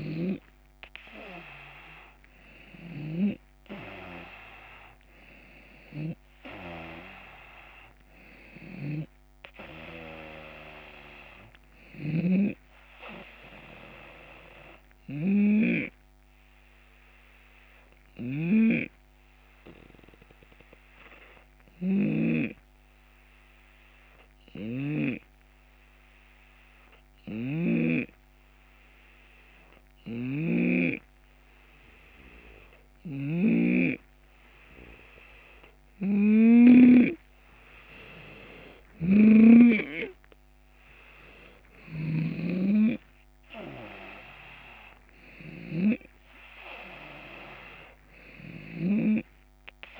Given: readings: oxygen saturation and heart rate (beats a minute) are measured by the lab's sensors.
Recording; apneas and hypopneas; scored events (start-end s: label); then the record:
breathing in sleep by a microphone on the trachea; 1
0.00-2.50 s: arousal
8.00-36.50 s: snoring (device-marked)
12.00-32.00 s: hypopnea (oxygen 92% before, 88% lowest)
15.50-17.50 s: long interval between heartbeats (device-marked)
22.00-24.00 s: drop in pulse transit time (device-marked, heart rate 34 before, 27 extreme)
23.00-25.00 s: long interval between heartbeats (device-marked, heart rate 34 before, 28 extreme)
29.00-31.00 s: drop in pulse transit time (device-marked, heart rate 39 before, 60 extreme)
29.00-31.00 s: long interval between heartbeats (device-marked, heart rate 39 before, 60 extreme)
34.00-36.00 s: drop in pulse transit time (device-marked, heart rate 54 before, 83 extreme)
34.00-36.00 s: long interval between heartbeats (device-marked, heart rate 54 before, 83 extreme)
35.50-38.50 s: arousal
39.00 s: drop in pulse transit time (device-marked)
41.00-50.00 s: snoring (device-marked)
42.00-50.00 s: oxygen desaturation (device-marked, oxygen 93% before, 89% lowest, heart rate 50 before, 25 extreme)
48.00-49.00 s: drop in pulse transit time (device-marked, heart rate 49 before, 25 extreme)
From the record:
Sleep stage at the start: N2 (light sleep); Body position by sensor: on the left side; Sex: male